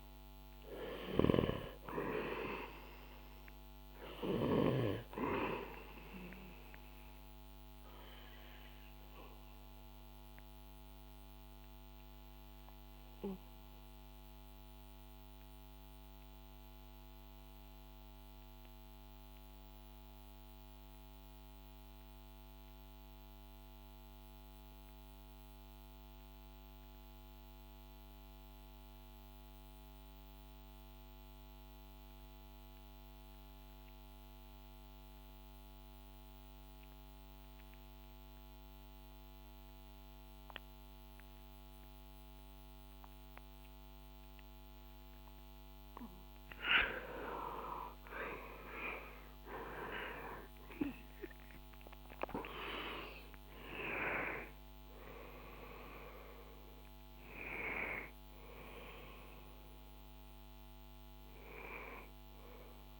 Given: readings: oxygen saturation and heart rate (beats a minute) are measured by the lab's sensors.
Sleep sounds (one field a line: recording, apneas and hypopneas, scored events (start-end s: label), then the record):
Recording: breathing in sleep by a microphone on the trachea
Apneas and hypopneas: 1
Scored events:
0.00-1.00 s: arousal
7.50-44.50 s: mixed apnea (oxygen 99% before, 88% lowest, heart rate 68 before, 57 extreme, up 11 after)
46.50-50.00 s: arousal
50.00-63.00 s: oxygen desaturation (device-marked, oxygen 99% before, 88% lowest, heart rate 59 before, 63 extreme)
From the record:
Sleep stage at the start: REM sleep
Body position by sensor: on the back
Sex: male